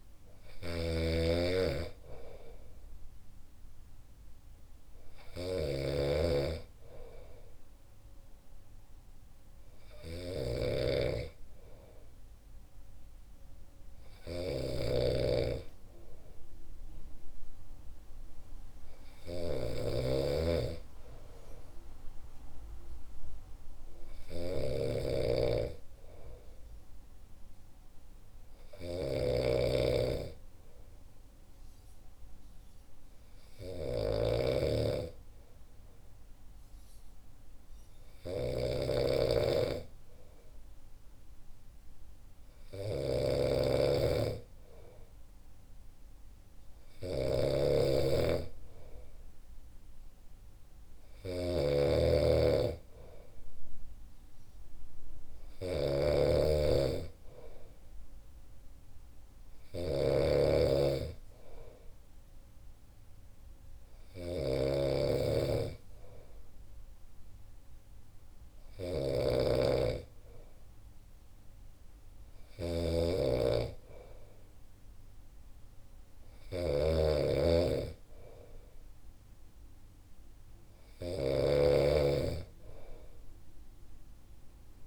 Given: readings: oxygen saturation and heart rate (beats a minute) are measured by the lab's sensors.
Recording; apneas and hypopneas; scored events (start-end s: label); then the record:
breathing in sleep by a room microphone; none
0.00-84.87 s: snoring (device-marked)
From the record:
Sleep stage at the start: N2 (light sleep); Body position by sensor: on the back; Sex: male